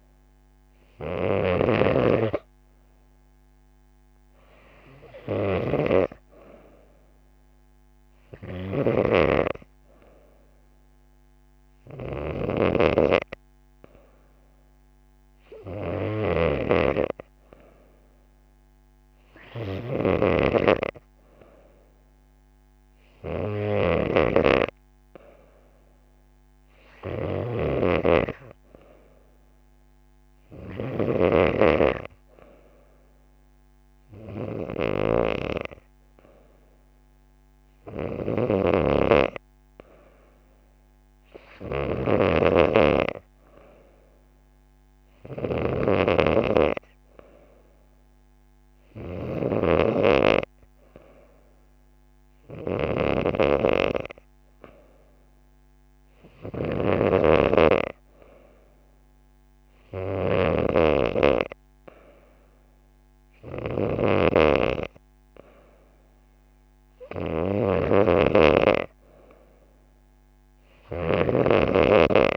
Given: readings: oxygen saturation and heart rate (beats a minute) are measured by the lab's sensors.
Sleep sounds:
breathing in sleep by a microphone on the trachea; none
none scored
From the record:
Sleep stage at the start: N2 (light sleep); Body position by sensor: on the back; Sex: female

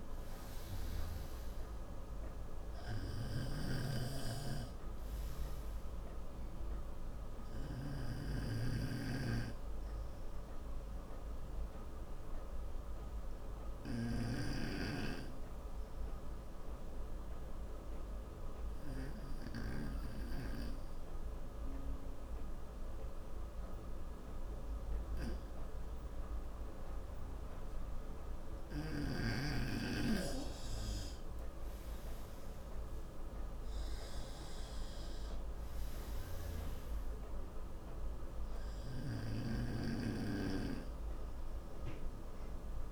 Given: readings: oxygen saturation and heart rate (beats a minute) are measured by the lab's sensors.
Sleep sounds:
breathing in sleep by a room microphone; 1
3.50-15.00 s: snoring (device-marked)
7.50-29.50 s: obstructive apnea (oxygen 96% before, 89% lowest, heart rate 71 before, 65 extreme, up 5 after)
16.50-31.50 s: oxygen desaturation (device-marked, oxygen 94% before, 89% lowest, heart rate 70 before, 65 extreme)
32.00-37.00 s: arousal
40.00-42.92 s: snoring (device-marked)
From the record:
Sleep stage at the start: N2 (light sleep); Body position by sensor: on the right side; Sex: male

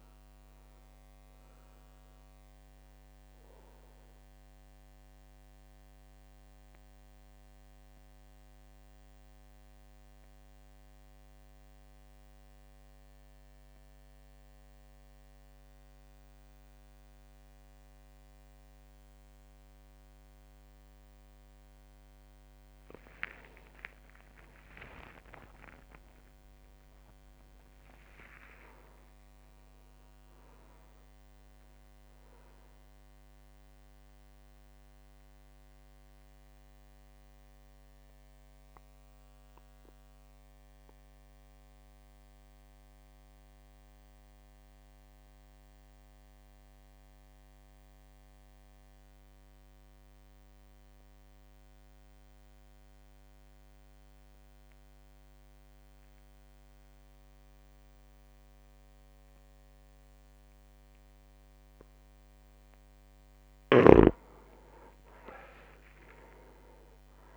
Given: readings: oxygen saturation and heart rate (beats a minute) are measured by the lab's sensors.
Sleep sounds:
breathing in sleep by a microphone on the trachea; 2
0.00-21.50 s: oxygen desaturation (device-marked, oxygen 90% lowest, heart rate 51 extreme)
4.00-22.00 s: central apnea (oxygen 98% before, 90% lowest, heart rate 54 before, 51 extreme, up 13 after)
23.00-25.00 s: long interval between heartbeats (device-marked, heart rate 53 before, 63 extreme)
23.50-27.50 s: arousal
30.50-46.50 s: drop in pulse transit time (device-marked, heart rate 57 before, 51 extreme)
33.00-63.00 s: mixed apnea (oxygen 99% before, 85% lowest, heart rate 57 before, 51 extreme, up 2 after)
62.50-67.37 s: oxygen desaturation (device-marked, oxygen 99% before, 85% lowest, heart rate 52 before, 52 extreme)
65.00-67.37 s: arousal
From the record:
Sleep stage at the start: REM sleep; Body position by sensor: on the back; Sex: male

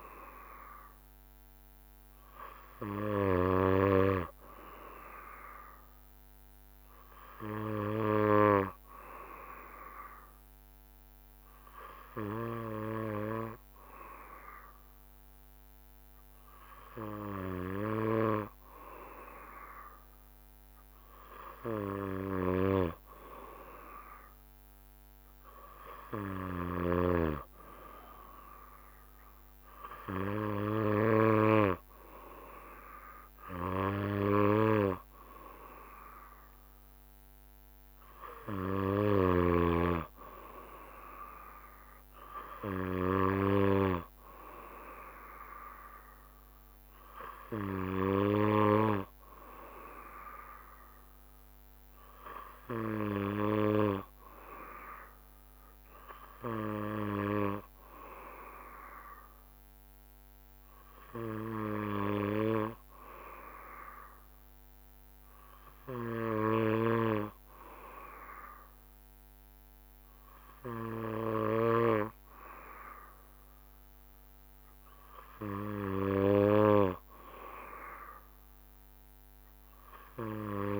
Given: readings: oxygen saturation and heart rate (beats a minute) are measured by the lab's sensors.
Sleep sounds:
breathing in sleep by a microphone on the trachea; none
none scored
From the record:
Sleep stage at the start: N2 (light sleep); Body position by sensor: on the back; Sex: male

